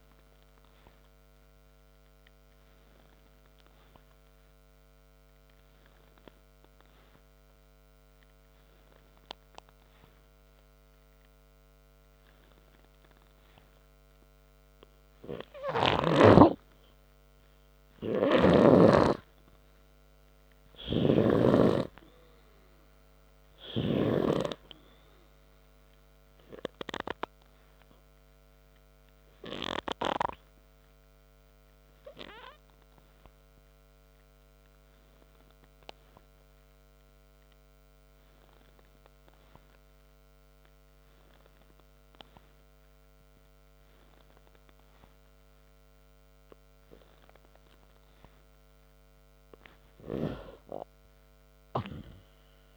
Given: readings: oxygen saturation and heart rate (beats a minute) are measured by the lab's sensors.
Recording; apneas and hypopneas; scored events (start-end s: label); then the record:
breathing in sleep by a microphone on the trachea; 2
2.50-16.00 s: hypopnea (oxygen 98% before, 93% lowest, heart rate 63 before, 60 extreme, up 4 after)
18.50-25.00 s: snoring (device-marked)
20.50-23.50 s: arousal
34.00-46.00 s: oxygen desaturation (device-marked, oxygen 96% before, 93% lowest, heart rate 66 before, 66 extreme)
35.50-47.00 s: obstructive apnea (oxygen 98% before, 93% lowest, heart rate 67 before, 66 extreme, up 1 after)
From the record:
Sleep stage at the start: N3 (deep sleep); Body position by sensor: on the back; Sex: male